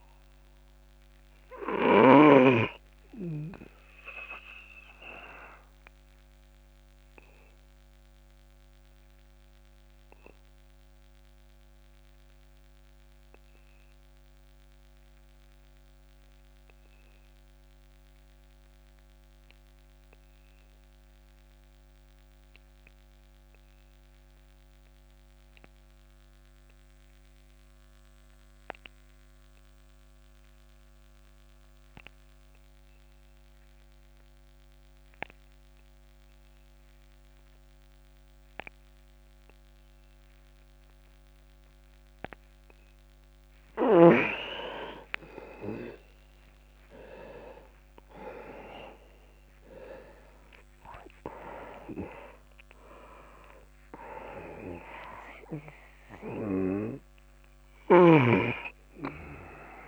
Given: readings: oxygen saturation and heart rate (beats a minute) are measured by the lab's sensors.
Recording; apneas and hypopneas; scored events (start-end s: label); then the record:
breathing in sleep by a microphone on the trachea; 1
0.00-22.00 s: oxygen desaturation (device-marked, oxygen 82% lowest)
4.00-42.50 s: obstructive apnea (oxygen 98% before, 82% lowest)
37.00-59.88 s: oxygen desaturation (device-marked, oxygen 99% before, 83% lowest)
45.00-51.00 s: arousal
From the record:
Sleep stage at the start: N2 (light sleep); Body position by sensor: on the back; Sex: male